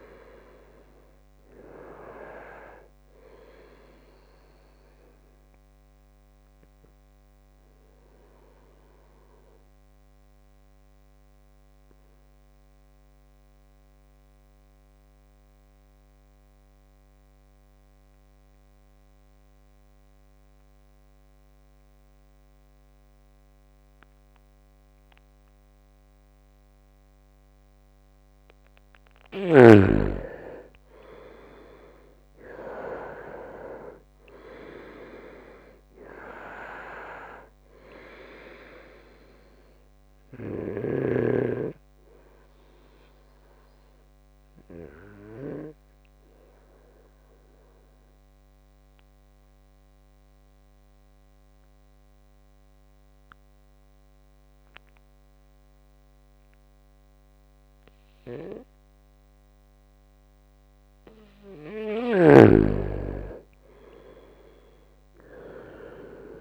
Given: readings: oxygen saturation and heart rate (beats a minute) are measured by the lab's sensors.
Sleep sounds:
breathing in sleep by a microphone on the trachea; 2
0.00-18.50 s: oxygen desaturation (device-marked, oxygen 88% lowest, heart rate 65 extreme)
7.00-29.00 s: mixed apnea (oxygen 99% before, 87% lowest, heart rate 72 before, 68 extreme, up 3 after)
28.50-55.50 s: oxygen desaturation (device-marked, oxygen 99% before, 87% lowest, heart rate 70 before, 67 extreme)
30.50-34.50 s: arousal
42.00-61.00 s: obstructive apnea (oxygen 99% before, 87% lowest, heart rate 73 before, 66 extreme)
62.50-66.00 s: arousal
From the record:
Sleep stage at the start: N2 (light sleep); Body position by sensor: on the right side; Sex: male

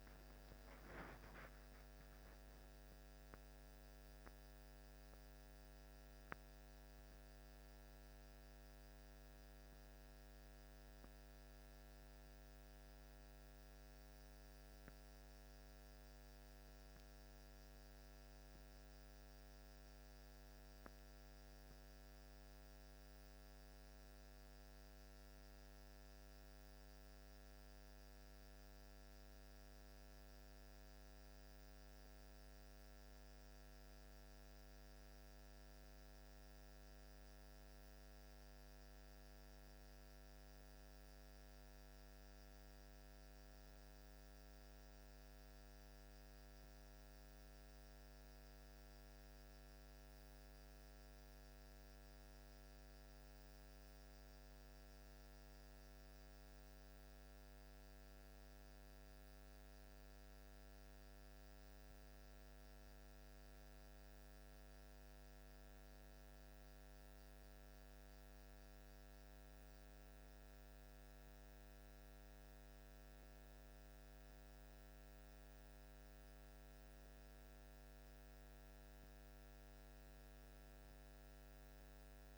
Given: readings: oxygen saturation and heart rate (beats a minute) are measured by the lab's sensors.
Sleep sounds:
a person awake in a sleep study, hard to hear, by a microphone on the trachea; none
none scored
From the record:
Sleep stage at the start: awake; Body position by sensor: on the back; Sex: male

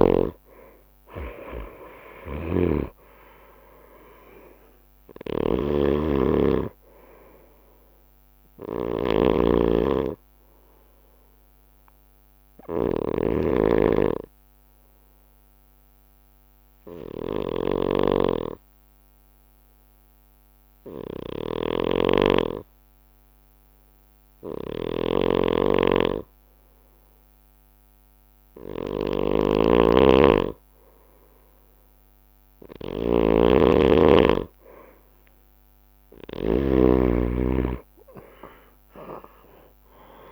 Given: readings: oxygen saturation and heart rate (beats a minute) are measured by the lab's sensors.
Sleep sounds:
breathing in sleep by a microphone on the trachea; 1
0.00-37.00 s: snoring (device-marked)
0.50-4.50 s: arousal
15.00-26.50 s: obstructive apnea (oxygen 95% before, 93% lowest)
36.50-40.32 s: arousal
From the record:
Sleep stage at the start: N2 (light sleep); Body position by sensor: on the right side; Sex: male

